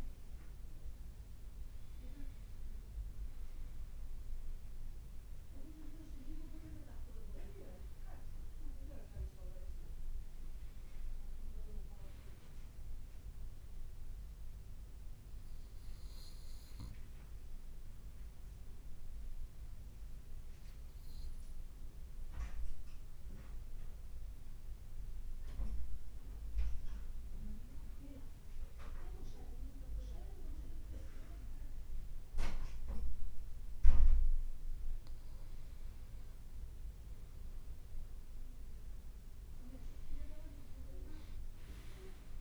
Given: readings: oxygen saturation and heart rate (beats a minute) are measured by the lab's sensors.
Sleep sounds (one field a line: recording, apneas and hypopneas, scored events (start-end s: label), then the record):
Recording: breathing in sleep by a room microphone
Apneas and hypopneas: 1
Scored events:
15.50-32.50 s: obstructive apnea (oxygen 96% before, 95% lowest, heart rate 56 before, 53 extreme, up 1 after)
34.00-37.50 s: arousal
From the record:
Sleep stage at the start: N2 (light sleep)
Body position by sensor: on the right side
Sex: male